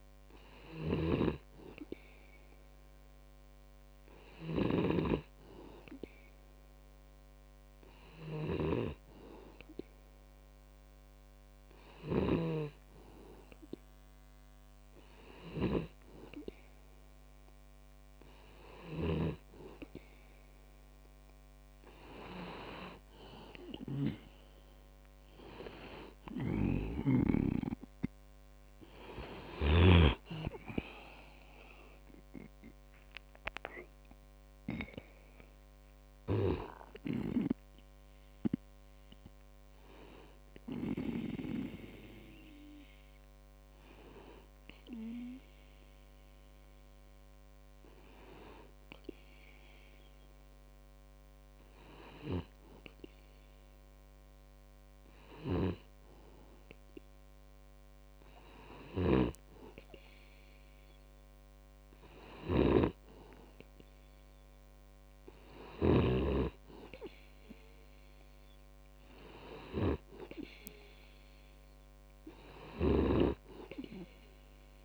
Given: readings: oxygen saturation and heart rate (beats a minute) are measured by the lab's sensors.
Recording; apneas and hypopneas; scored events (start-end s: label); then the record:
breathing in sleep by a microphone on the trachea; none
0.00-12.50 s: snoring (device-marked)
26.50-30.00 s: snoring (device-marked)
59.00-66.50 s: snoring (device-marked)
From the record:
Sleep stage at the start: N2 (light sleep); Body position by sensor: on the back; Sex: male